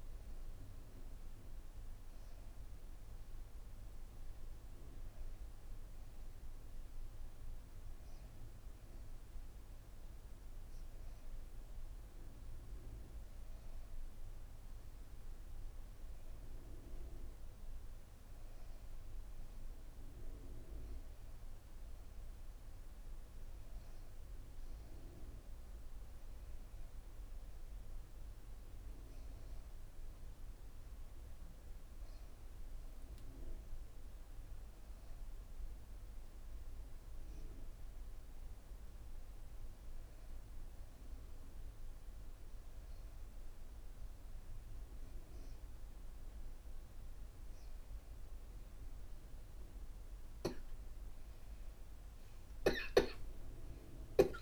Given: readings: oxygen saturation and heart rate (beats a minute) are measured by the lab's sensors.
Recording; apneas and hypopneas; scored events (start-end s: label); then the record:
breathing in sleep, hard to hear, by a room microphone; none
43.50-54.42 s: new sleep stage, awake
From the record:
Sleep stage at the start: N1 (lightest sleep); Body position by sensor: on the back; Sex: female